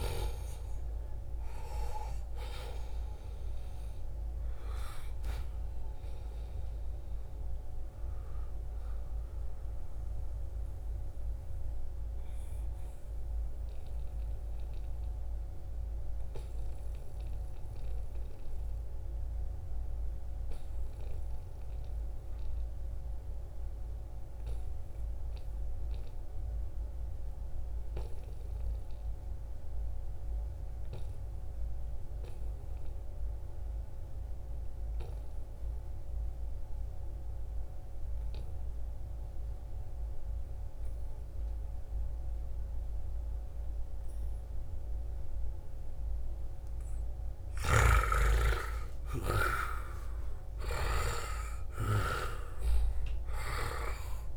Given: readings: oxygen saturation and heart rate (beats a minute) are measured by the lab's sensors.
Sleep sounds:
breathing in sleep by a room microphone; 1
0.00-19.00 s: oxygen desaturation (device-marked, oxygen 88% lowest, heart rate 69 extreme)
11.00-45.50 s: obstructive apnea (oxygen 96% before, 86% lowest, heart rate 77 before, 68 extreme, up 2 after)
38.00-54.37 s: oxygen desaturation (device-marked, oxygen 97% before, 86% lowest, heart rate 74 before, 68 extreme)
48.00-52.00 s: arousal
From the record:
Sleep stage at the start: N2 (light sleep); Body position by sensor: on the right side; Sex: male

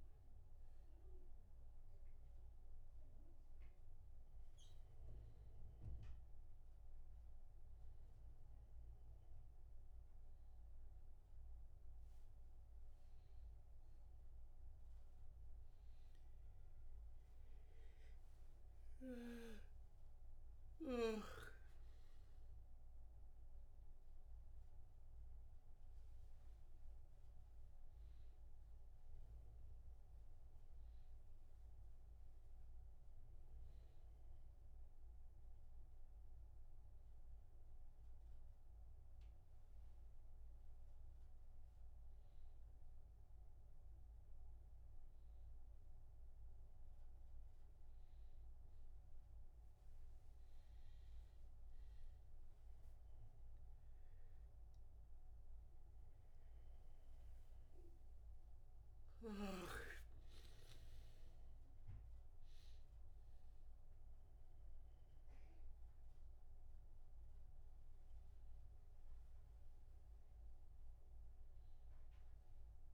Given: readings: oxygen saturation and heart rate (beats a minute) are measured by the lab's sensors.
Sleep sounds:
a person awake in a sleep study, by a room microphone; none
none scored
From the record:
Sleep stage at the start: awake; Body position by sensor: on the back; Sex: male

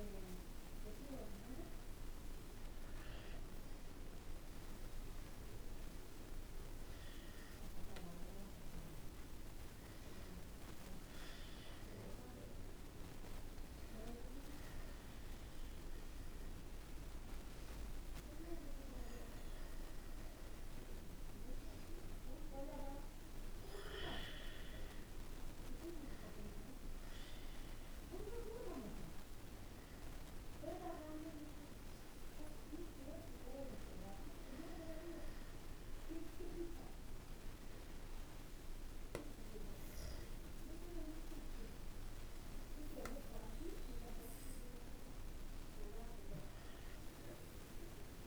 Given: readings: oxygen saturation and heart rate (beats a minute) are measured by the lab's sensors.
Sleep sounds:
breathing in sleep by a room microphone; none
none scored
From the record:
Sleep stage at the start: N1 (lightest sleep); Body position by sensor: on the back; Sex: male

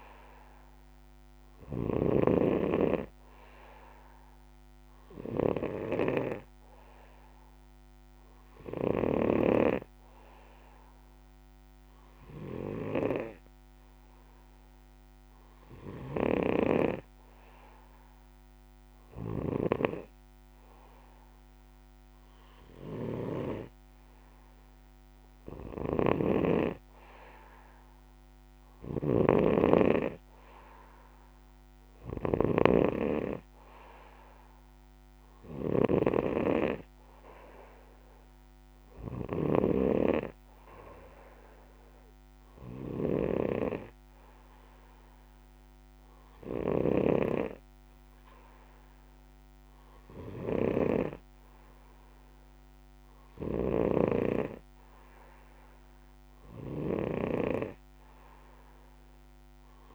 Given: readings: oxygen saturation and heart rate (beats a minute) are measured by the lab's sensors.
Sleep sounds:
breathing in sleep by a microphone on the trachea; 1
0.00-2.00 s: snoring (device-marked)
3.50-20.00 s: obstructive apnea (oxygen 94% before, 93% lowest, heart rate 65 before, 62 extreme, up 4 after)
24.00-27.50 s: arousal
25.50-39.50 s: snoring (device-marked)
46.50-54.00 s: snoring (device-marked)
From the record:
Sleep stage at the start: N2 (light sleep); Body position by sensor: on the back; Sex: male

